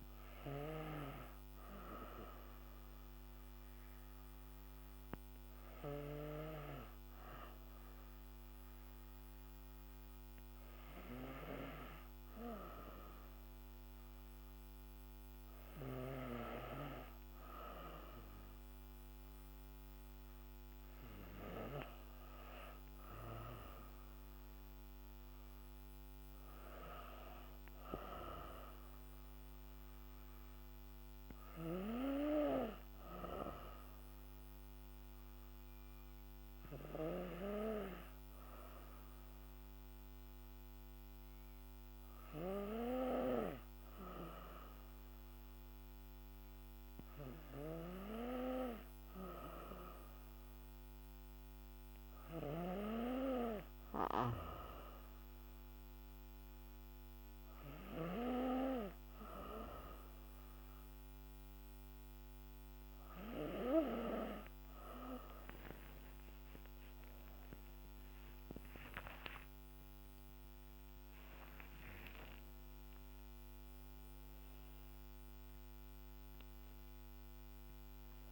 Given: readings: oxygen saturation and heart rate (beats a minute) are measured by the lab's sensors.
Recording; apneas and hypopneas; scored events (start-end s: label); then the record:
breathing in sleep by a microphone on the trachea; none
65.00-70.50 s: arousal
68.00-70.00 s: long interval between heartbeats (device-marked, heart rate 61 before, 86 extreme)
From the record:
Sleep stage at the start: N2 (light sleep); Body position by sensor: on the back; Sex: female